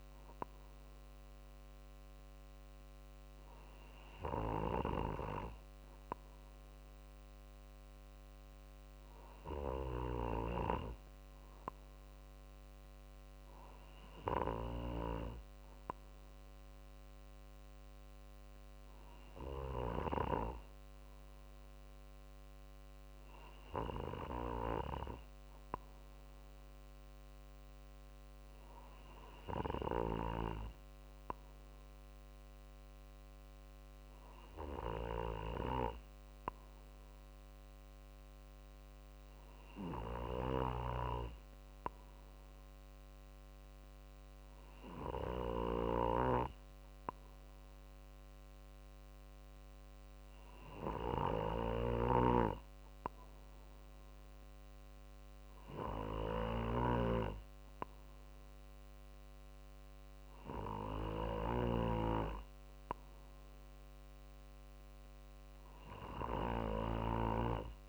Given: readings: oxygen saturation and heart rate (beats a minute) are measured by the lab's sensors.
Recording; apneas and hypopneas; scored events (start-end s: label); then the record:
breathing in sleep by a microphone on the trachea; none
none scored
From the record:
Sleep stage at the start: N2 (light sleep); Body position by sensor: on the right side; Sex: male